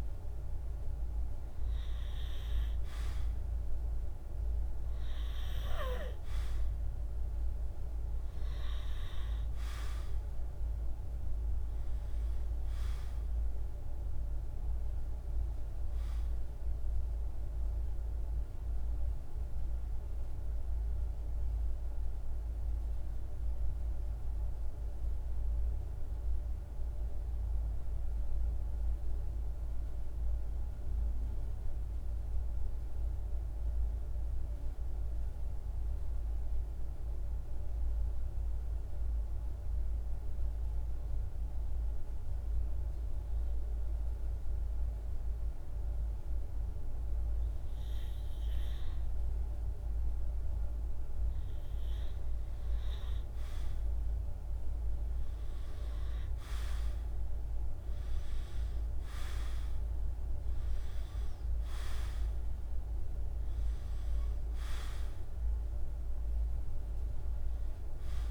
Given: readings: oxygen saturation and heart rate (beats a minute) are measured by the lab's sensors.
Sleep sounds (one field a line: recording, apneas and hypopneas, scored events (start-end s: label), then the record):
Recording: breathing in sleep, hard to hear, by a room microphone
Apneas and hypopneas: 1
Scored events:
0.00-26.50 s: oxygen desaturation (device-marked, oxygen 91% lowest, heart rate 52 extreme)
25.50-36.50 s: central apnea (oxygen 96% before, 89% lowest, heart rate 58 before, 53 extreme, up 1 after)
39.00-42.00 s: arousal
46.50-68.31 s: oxygen desaturation (device-marked, oxygen 98% before, 89% lowest, heart rate 54 before, 52 extreme)
From the record:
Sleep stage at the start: N2 (light sleep)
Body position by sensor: on the right side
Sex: male